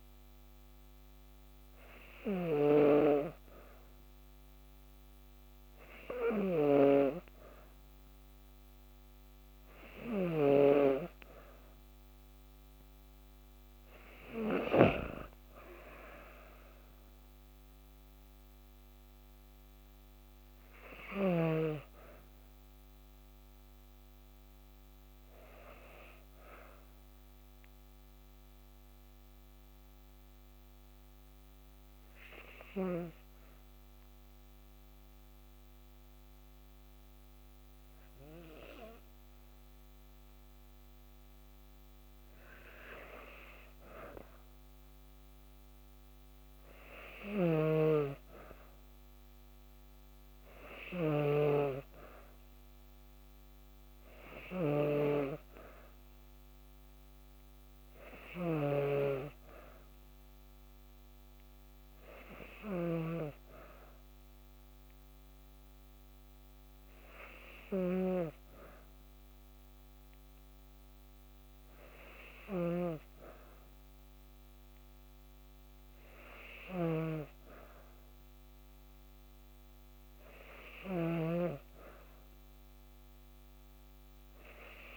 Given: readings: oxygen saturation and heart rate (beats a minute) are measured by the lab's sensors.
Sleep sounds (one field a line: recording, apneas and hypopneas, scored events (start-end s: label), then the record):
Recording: breathing in sleep by a microphone on the trachea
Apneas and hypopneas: 1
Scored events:
0.00-14.50 s: snoring (device-marked)
19.50-23.50 s: arousal
27.00-42.00 s: hypopnea (oxygen 93% before, 92% lowest, heart rate 55 before, 52 extreme, up 2 after)
44.00-48.50 s: arousal
46.50-84.97 s: snoring (device-marked)
From the record:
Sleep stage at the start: N2 (light sleep)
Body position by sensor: on the back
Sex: female